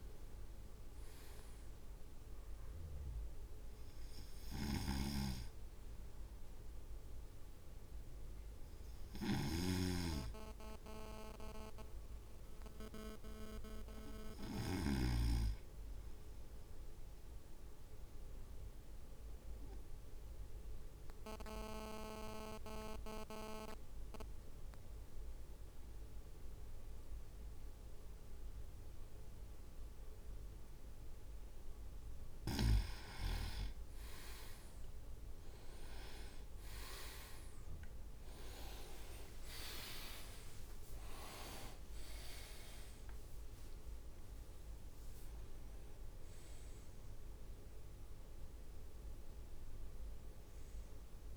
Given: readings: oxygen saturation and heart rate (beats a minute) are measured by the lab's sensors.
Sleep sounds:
breathing in sleep by a room microphone; 1
9.50-15.00 s: snoring (device-marked)
18.00-31.50 s: obstructive apnea (oxygen 98% before, 94% lowest, heart rate 54 before, 52 extreme, up 7 after)
35.50-40.00 s: arousal
40.00-51.37 s: drop in pulse transit time (device-marked, heart rate 55 before, 59 extreme)
41.00-42.00 s: leg movement (device-marked)
41.00-51.37 s: oxygen desaturation (device-marked, oxygen 97% before, 94% lowest, heart rate 55 before, 52 extreme)
43.00-45.00 s: leg movement (device-marked)
From the record:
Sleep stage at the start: N2 (light sleep); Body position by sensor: on the right side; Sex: male

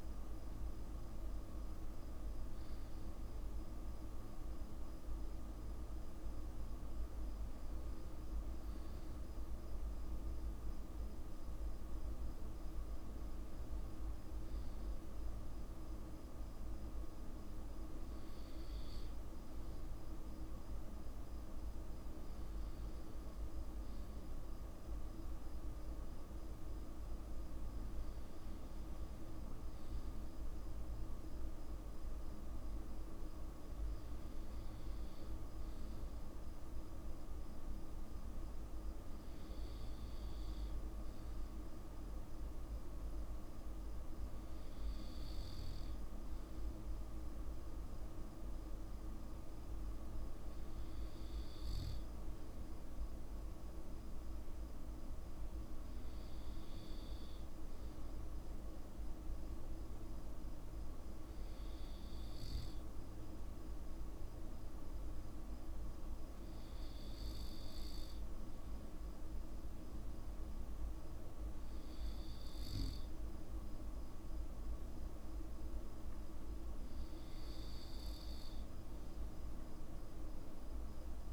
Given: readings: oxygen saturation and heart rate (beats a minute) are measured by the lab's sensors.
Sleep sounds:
breathing in sleep, hard to hear, by a room microphone; none
none scored
From the record:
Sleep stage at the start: N2 (light sleep); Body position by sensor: on the back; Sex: male

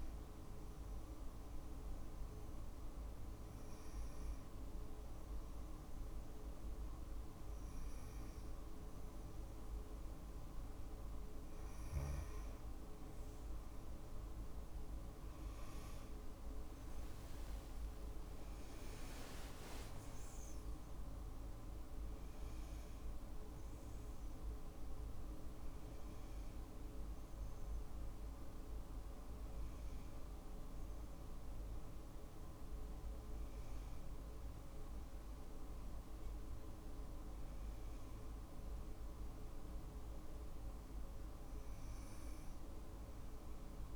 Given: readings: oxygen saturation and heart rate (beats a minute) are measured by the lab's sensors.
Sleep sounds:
breathing in sleep, hard to hear, by a room microphone; none
15.00-19.00 s: arousal
27.00-43.96 s: new sleep stage, N2 (light sleep)
From the record:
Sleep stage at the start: N1 (lightest sleep); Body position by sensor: on the back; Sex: female

